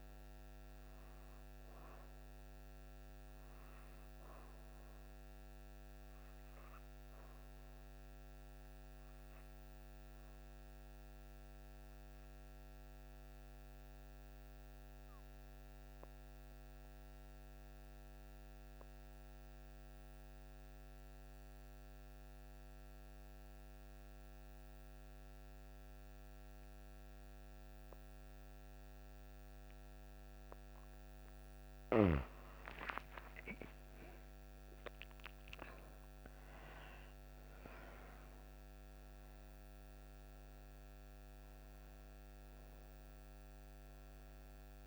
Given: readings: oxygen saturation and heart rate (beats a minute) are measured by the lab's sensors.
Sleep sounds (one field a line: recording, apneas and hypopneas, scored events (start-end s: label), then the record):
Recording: breathing in sleep by a microphone on the trachea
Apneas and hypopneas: 1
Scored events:
7.00-30.50 s: obstructive apnea (oxygen 92% before, 82% lowest)
29.50-44.87 s: oxygen desaturation (device-marked, oxygen 98% before, 82% lowest)
32.50-38.00 s: arousal
From the record:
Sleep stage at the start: N2 (light sleep)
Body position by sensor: on the back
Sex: female